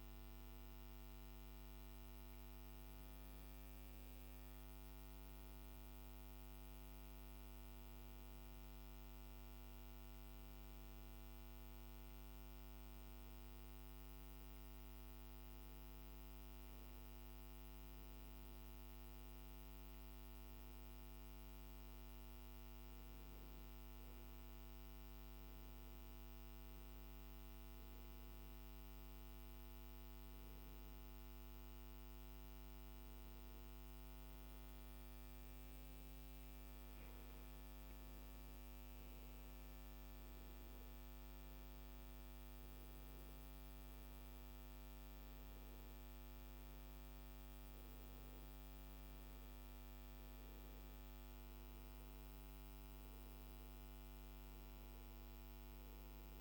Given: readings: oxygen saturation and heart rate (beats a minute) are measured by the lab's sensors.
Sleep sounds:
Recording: a person awake in a sleep study, hard to hear, by a microphone on the trachea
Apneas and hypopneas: none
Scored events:
none scored
From the record:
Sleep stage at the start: awake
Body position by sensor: on the back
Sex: male

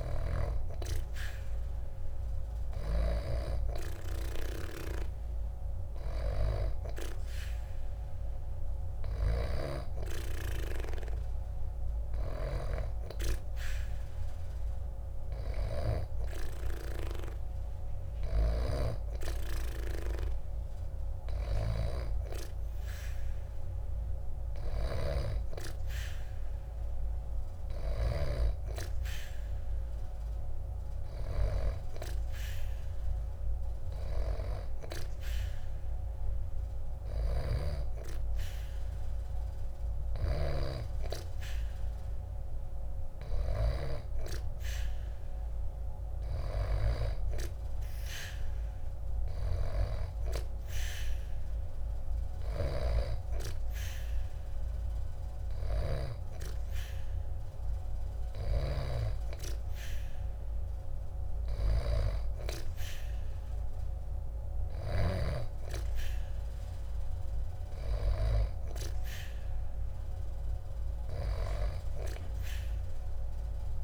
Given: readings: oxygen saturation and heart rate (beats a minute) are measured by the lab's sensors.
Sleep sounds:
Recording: breathing in sleep by a room microphone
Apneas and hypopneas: none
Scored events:
0.00-6.50 s: oxygen desaturation (device-marked, oxygen 91% lowest, heart rate 72 extreme)
From the record:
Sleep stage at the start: N2 (light sleep)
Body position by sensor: on the back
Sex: female

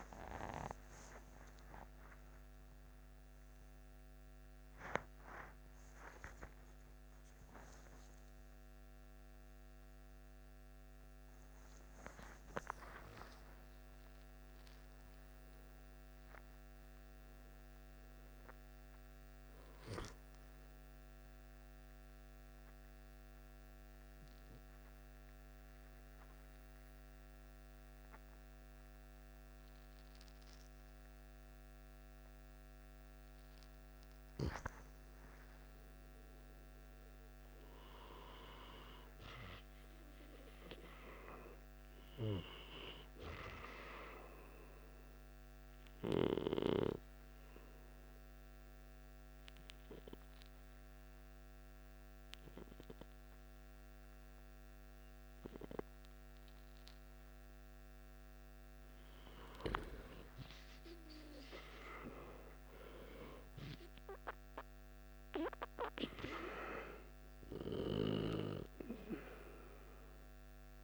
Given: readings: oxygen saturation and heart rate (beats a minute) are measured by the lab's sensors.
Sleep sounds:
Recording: breathing in sleep by a microphone on the trachea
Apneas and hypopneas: 1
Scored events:
0.00-1.50 s: long interval between heartbeats (device-marked, heart rate 81 extreme)
0.00-1.50 s: oxygen desaturation (device-marked, oxygen 90% lowest, heart rate 56 extreme)
4.50-34.50 s: new sleep stage, N1 (lightest sleep)
6.00-8.00 s: long interval between heartbeats (device-marked, heart rate 72 before, 92 extreme)
8.50-19.50 s: oxygen desaturation (device-marked, oxygen 94% before, 88% lowest, heart rate 77 before, 60 extreme)
12.50-14.50 s: long interval between heartbeats (device-marked, heart rate 82 before, 80 extreme)
23.00-34.00 s: hypopnea (oxygen 99% before, 94% lowest, heart rate 82 before, 58 extreme, up 3 after)
34.50-39.00 s: arousal
34.50-70.84 s: new sleep stage, N2 (light sleep)
43.50-54.50 s: oxygen desaturation (device-marked, oxygen 98% before, 94% lowest, heart rate 62 before, 55 extreme)
59.00-63.50 s: arousal
From the record:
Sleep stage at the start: N2 (light sleep)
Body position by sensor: on the back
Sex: male

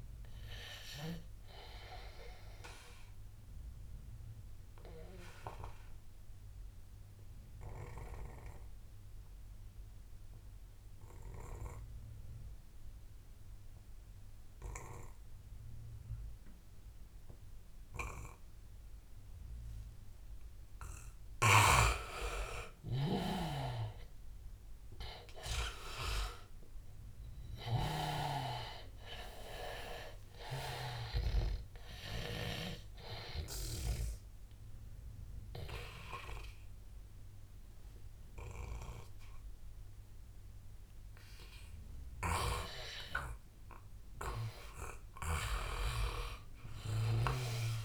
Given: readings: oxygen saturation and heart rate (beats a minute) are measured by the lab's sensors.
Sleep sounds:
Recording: breathing in sleep by a room microphone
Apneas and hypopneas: 1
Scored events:
0.00-12.00 s: oxygen desaturation (device-marked, oxygen 90% lowest, heart rate 82 extreme)
2.00-21.50 s: obstructive apnea (oxygen 97% before, 88% lowest, heart rate 90 before, 82 extreme, up 8 after)
19.00-47.00 s: oxygen desaturation (device-marked, oxygen 99% before, 88% lowest, heart rate 88 before, 78 extreme)
24.00-27.00 s: arousal
42.50-46.00 s: arousal
From the record:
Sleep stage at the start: N2 (light sleep)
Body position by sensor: on the back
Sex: male

